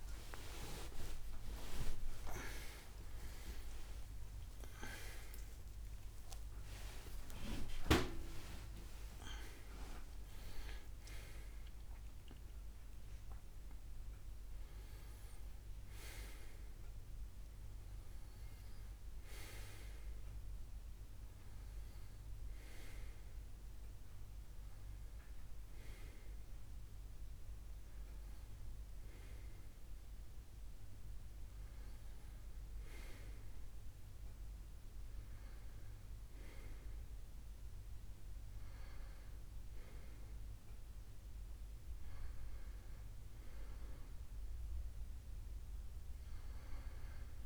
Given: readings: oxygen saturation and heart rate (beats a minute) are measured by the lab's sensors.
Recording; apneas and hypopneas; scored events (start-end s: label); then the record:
a person partly awake in a sleep study, by a room microphone; none
6.00-47.46 s: new sleep stage, N1 (lightest sleep)
20.00-24.00 s: oxygen desaturation (device-marked, oxygen 95% before, 90% lowest, heart rate 121 before, 72 extreme)
From the record:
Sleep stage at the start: awake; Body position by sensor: on the left side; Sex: male